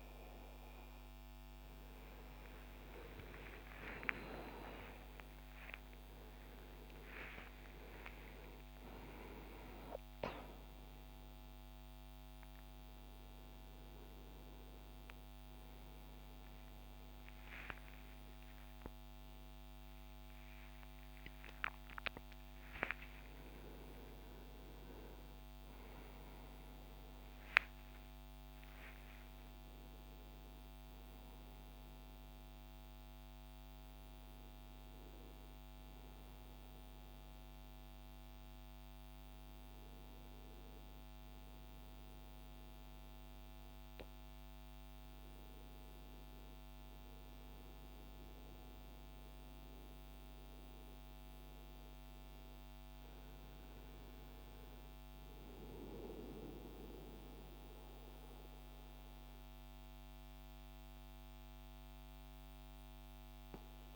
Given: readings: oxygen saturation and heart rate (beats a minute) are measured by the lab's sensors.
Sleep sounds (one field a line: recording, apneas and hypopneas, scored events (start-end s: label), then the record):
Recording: a person partly awake in a sleep study, by a microphone on the trachea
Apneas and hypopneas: none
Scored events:
0.00-8.50 s: oxygen desaturation (device-marked, oxygen 93% lowest, heart rate 66 extreme)
27.50-57.50 s: new sleep stage, N1 (lightest sleep)
57.50-63.96 s: new sleep stage, N2 (light sleep)
59.50-63.96 s: oxygen desaturation (device-marked, oxygen 97% before, 89% lowest, heart rate 74 before, 62 extreme)
From the record:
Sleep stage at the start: awake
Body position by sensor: on the right side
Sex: male